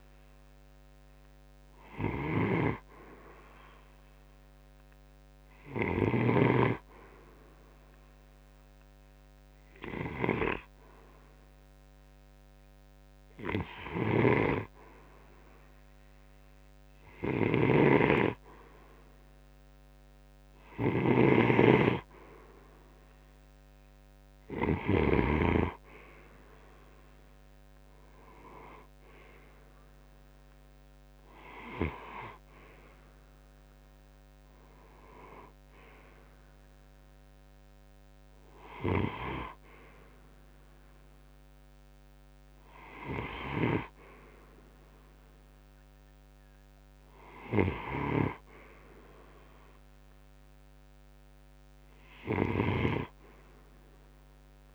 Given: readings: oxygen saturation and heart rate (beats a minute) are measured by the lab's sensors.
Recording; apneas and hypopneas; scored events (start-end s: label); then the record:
breathing in sleep by a microphone on the trachea; none
0.00-5.50 s: snoring (device-marked)
13.00-24.50 s: snoring (device-marked)
From the record:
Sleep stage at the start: N2 (light sleep); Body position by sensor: on the right side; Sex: male